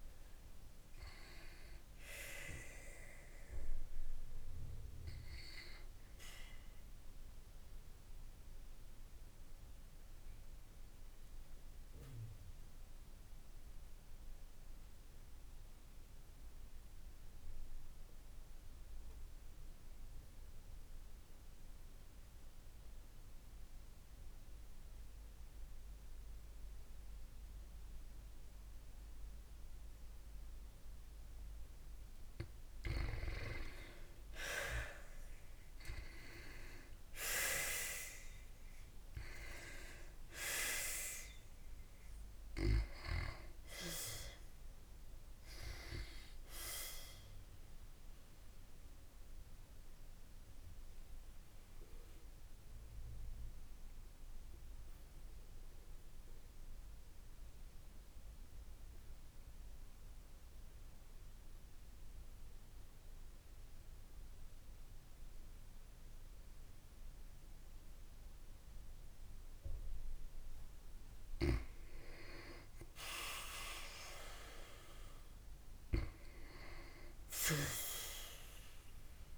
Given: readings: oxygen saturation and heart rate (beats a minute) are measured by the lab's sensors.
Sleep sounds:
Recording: breathing in sleep by a room microphone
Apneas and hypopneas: 2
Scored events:
8.50-32.00 s: obstructive apnea (oxygen 94% before, 87% lowest, heart rate 77 before, 53 extreme, up 57 after)
28.00-36.00 s: oxygen desaturation (device-marked, oxygen 96% before, 91% lowest, heart rate 63 before, 73 extreme)
36.00-39.00 s: arousal
48.00-69.50 s: obstructive apnea (oxygen 97% before, 87% lowest, heart rate 117 before, 65 extreme, up 26 after)
67.00-79.38 s: oxygen desaturation (device-marked, oxygen 96% before, 87% lowest, heart rate 102 before, 55 extreme)
72.00-75.00 s: arousal
From the record:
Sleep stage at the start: N2 (light sleep)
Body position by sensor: on the back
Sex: female

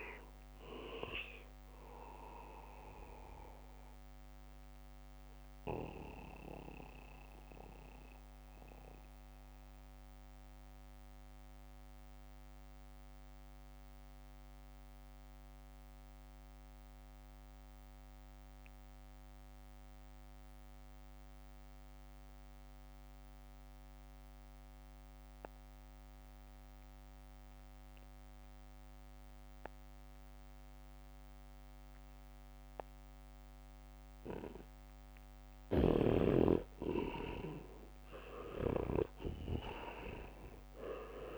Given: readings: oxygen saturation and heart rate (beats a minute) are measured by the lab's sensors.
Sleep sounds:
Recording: breathing in sleep by a microphone on the trachea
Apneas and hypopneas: 1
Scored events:
0.00-26.00 s: oxygen desaturation (device-marked, oxygen 82% lowest, heart rate 63 extreme)
6.00-34.50 s: mixed apnea (oxygen 99% before, 78% lowest, heart rate 68 before, 63 extreme, up 1 after)
27.00-34.00 s: leg movement (device-marked)
33.00-41.38 s: oxygen desaturation (device-marked, oxygen 99% before, 78% lowest, heart rate 68 before, 64 extreme)
37.50-41.38 s: arousal
From the record:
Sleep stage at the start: N2 (light sleep)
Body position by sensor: on the back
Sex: male

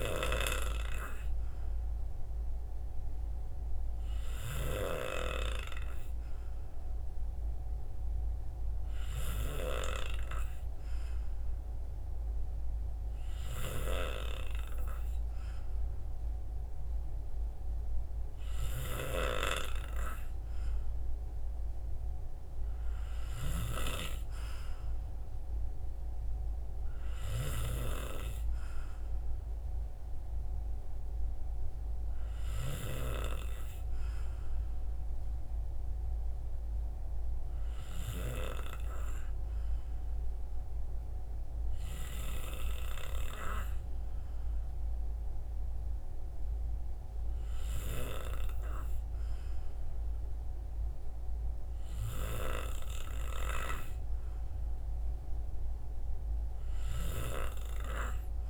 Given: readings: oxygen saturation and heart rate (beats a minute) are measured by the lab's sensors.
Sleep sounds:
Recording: breathing in sleep by a room microphone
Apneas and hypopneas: none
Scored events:
11.00-58.50 s: new sleep stage, N2 (light sleep)
From the record:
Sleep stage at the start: N3 (deep sleep)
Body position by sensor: on the right side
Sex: male

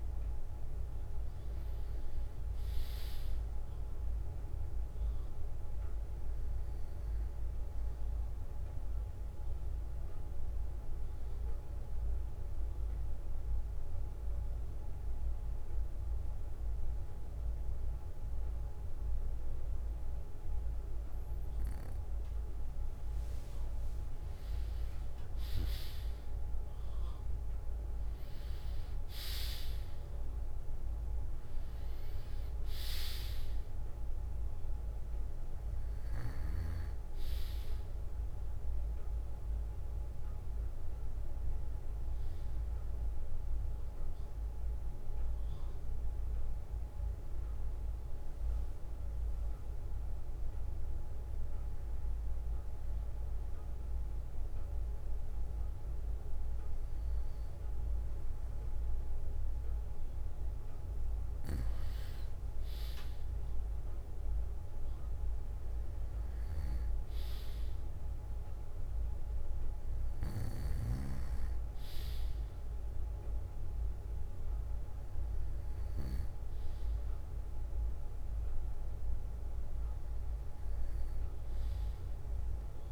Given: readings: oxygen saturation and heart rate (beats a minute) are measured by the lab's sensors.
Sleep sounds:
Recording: breathing in sleep, hard to hear, by a room microphone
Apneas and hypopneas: 2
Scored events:
7.00-9.00 s: bradycardia (device-marked, heart rate 60 before, 62 extreme)
8.50-22.50 s: obstructive apnea (oxygen 96% before, 93% lowest, heart rate 62 before, 57 extreme, up 9 after)
10.00-21.00 s: bradycardia (device-marked, heart rate 60 before, 57 extreme)
25.00-28.50 s: arousal
36.00-38.00 s: bradycardia (device-marked, heart rate 60 before, 63 extreme)
39.00-62.00 s: bradycardia (device-marked, heart rate 61 before, 56 extreme)
44.50-57.00 s: hypopnea (oxygen 97% before, 94% lowest, heart rate 62 before, 56 extreme, up 3 after)
58.50-62.00 s: arousal
From the record:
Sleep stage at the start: N2 (light sleep)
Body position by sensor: on the back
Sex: male

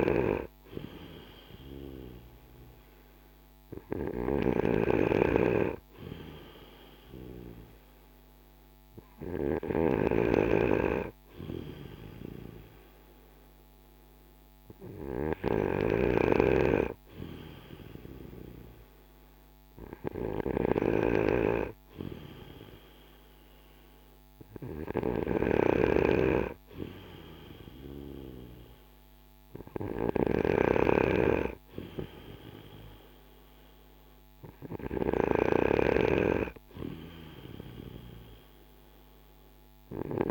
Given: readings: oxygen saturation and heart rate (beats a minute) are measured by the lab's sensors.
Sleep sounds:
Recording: breathing in sleep by a microphone on the trachea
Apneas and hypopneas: none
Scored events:
4.00-9.50 s: snoring (device-marked)
25.00-30.50 s: snoring (device-marked)
From the record:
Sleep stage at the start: N2 (light sleep)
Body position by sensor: on the back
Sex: male

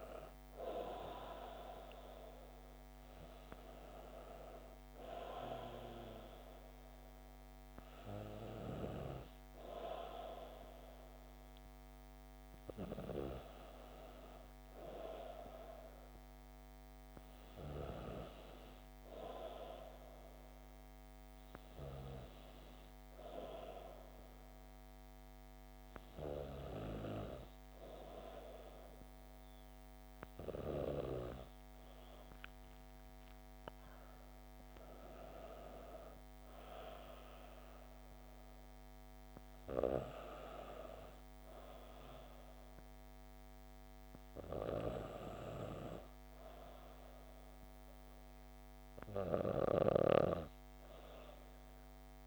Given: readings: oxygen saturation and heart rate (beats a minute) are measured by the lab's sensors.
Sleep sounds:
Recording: breathing in sleep by a microphone on the trachea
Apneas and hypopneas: none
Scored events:
none scored
From the record:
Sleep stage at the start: N2 (light sleep)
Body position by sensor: on the back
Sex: female

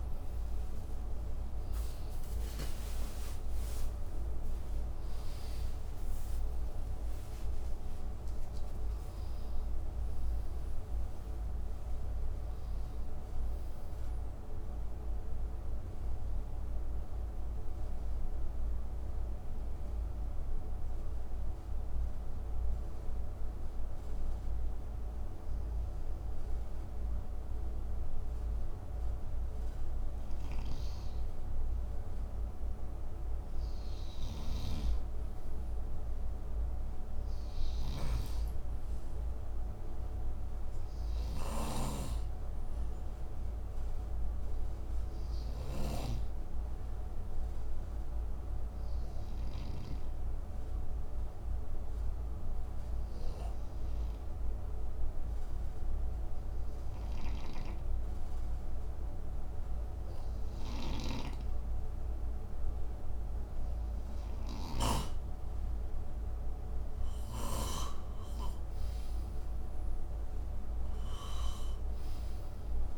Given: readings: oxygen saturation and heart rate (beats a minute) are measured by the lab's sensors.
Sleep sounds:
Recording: a person partly awake in a sleep study, hard to hear, by a room microphone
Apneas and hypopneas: 2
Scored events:
15.50-29.50 s: mixed apnea (oxygen 98% before, 92% lowest, heart rate 89 before, 55 extreme, up 9 after)
20.00-72.97 s: new sleep stage, N2 (light sleep)
32.50-38.50 s: arousal
33.50-49.50 s: snoring (device-marked)
35.00-48.00 s: oxygen desaturation (device-marked, oxygen 97% before, 94% lowest, heart rate 60 before, 58 extreme)
48.50-63.50 s: obstructive apnea (oxygen 98% before, 92% lowest, heart rate 63 before, 57 extreme, up 10 after)
60.00-67.50 s: snoring (device-marked)
66.00-70.50 s: arousal
From the record:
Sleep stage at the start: awake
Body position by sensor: on the right side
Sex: male

